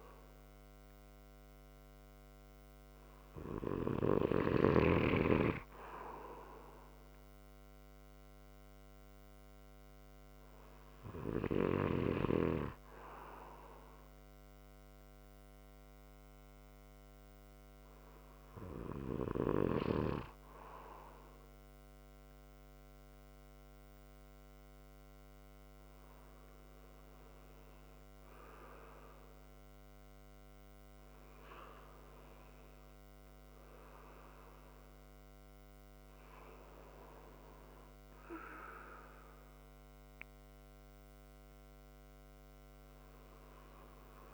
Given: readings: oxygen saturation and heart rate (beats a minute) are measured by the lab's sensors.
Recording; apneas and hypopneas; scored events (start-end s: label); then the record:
breathing in sleep by a microphone on the trachea; none
0.00-4.50 s: snoring (device-marked)
From the record:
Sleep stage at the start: N2 (light sleep); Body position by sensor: on the right side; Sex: male